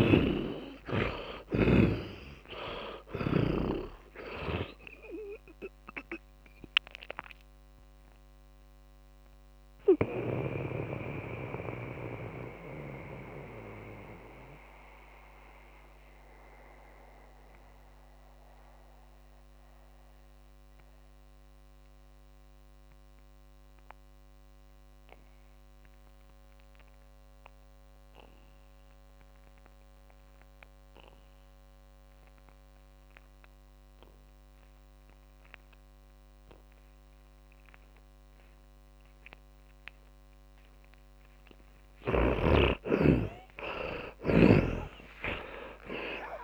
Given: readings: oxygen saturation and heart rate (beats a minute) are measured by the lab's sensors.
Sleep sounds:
breathing in sleep by a microphone on the trachea; 1
0.00-2.50 s: arousal
0.00-28.00 s: oxygen desaturation (device-marked, oxygen 78% lowest)
9.00-41.50 s: mixed apnea (oxygen 100% before, 78% lowest)
36.00-46.44 s: oxygen desaturation (device-marked, oxygen 100% before, 78% lowest)
43.50-46.44 s: arousal
44.50-46.44 s: snoring (device-marked)
From the record:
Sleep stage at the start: N2 (light sleep); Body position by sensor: on the back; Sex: male

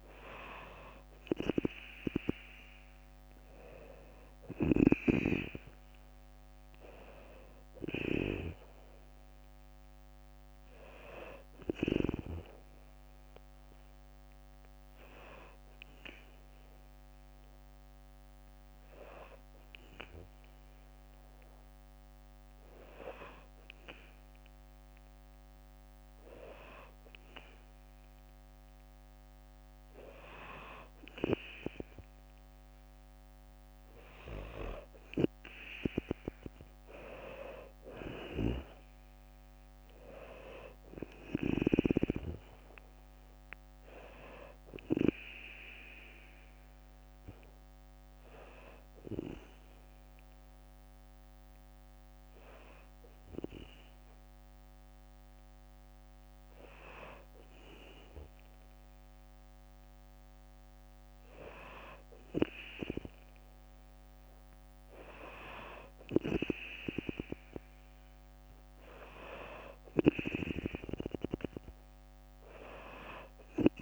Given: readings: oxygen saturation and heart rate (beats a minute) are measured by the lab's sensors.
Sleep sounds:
breathing in sleep by a microphone on the trachea; 1
3.00-17.00 s: drop in pulse transit time (device-marked, heart rate 62 before, 61 extreme)
37.50-40.50 s: arousal
38.00-51.00 s: drop in pulse transit time (device-marked, heart rate 61 before, 60 extreme)
43.00-54.00 s: hypopnea (oxygen 97% before, 93% lowest, heart rate 63 before, 58 extreme, up 0 after)
50.00-61.00 s: bradycardia (device-marked, heart rate 63 before, 58 extreme)
58.00-61.50 s: arousal
From the record:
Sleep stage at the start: N2 (light sleep); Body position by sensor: on the back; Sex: female

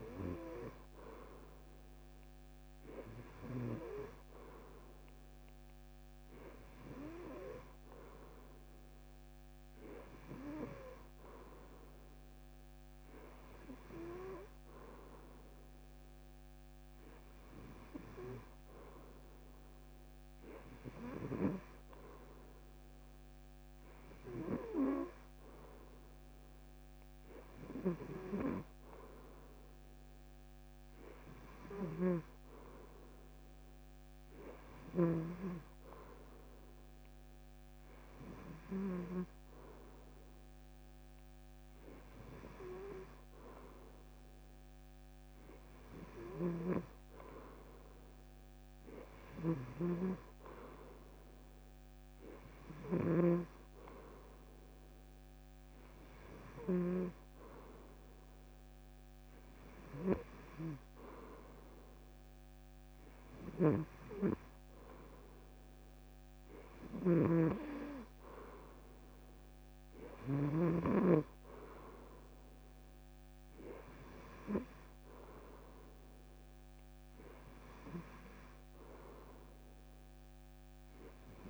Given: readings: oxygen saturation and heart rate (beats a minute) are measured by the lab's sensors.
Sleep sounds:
breathing in sleep by a microphone on the trachea; none
31.50-39.00 s: snoring (device-marked)
49.00-57.00 s: snoring (device-marked)
66.50-70.50 s: snoring (device-marked)
From the record:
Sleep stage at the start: N2 (light sleep); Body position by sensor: on the back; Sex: male

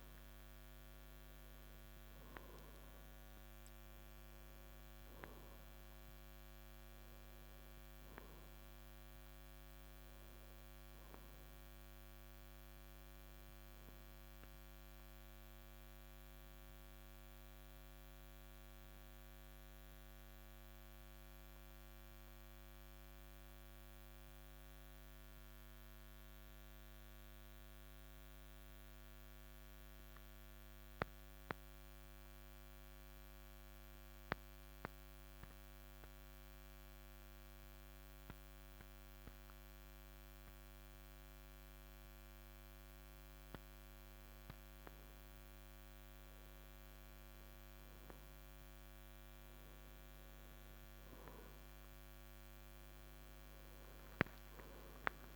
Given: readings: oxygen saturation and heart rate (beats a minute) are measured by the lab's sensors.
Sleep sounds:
breathing in sleep, hard to hear, by a microphone on the trachea; 1
0.00-35.50 s: oxygen desaturation (device-marked, oxygen 88% lowest, heart rate 54 extreme)
13.00-17.00 s: arousal
20.00-41.00 s: central apnea (oxygen 94% before, 88% lowest, heart rate 57 before, 54 extreme, up 1 after)
50.50-55.36 s: oxygen desaturation (device-marked, oxygen 97% before, 93% lowest, heart rate 54 before, 56 extreme)
From the record:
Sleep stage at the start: N2 (light sleep); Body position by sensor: on the right side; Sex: male

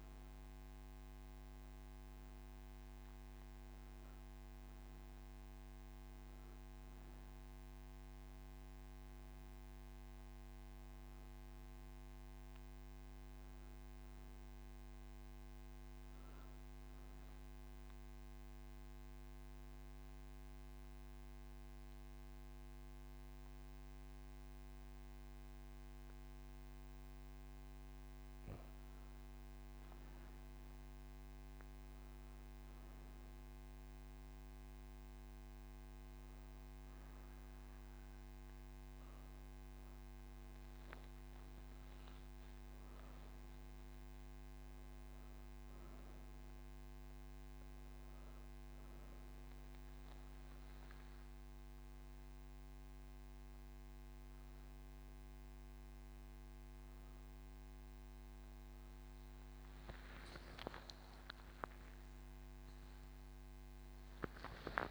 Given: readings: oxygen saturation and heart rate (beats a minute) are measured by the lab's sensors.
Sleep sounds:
breathing in sleep, hard to hear, by a microphone on the trachea; 1
15.50-25.50 s: oxygen desaturation (device-marked, oxygen 96% before, 91% lowest)
18.00-29.50 s: obstructive apnea (oxygen 96% before, 91% lowest)
From the record:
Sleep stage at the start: N3 (deep sleep); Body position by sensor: on the right side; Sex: female

